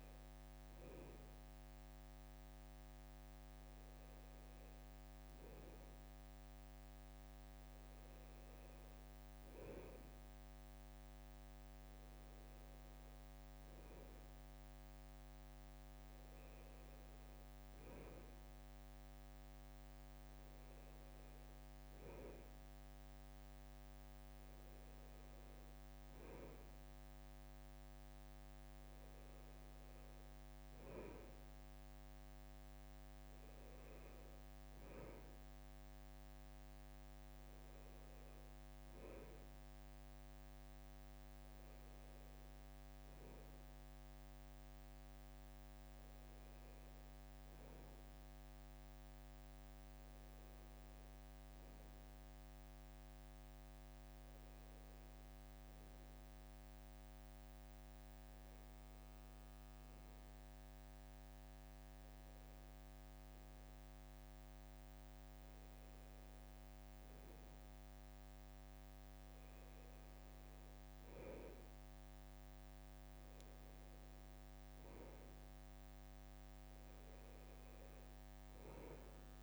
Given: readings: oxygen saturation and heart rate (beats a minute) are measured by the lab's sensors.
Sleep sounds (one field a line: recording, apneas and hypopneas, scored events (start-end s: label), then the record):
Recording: a person awake in a sleep study, hard to hear, by a microphone on the trachea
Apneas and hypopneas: none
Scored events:
none scored
From the record:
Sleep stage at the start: awake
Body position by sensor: on the right side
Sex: male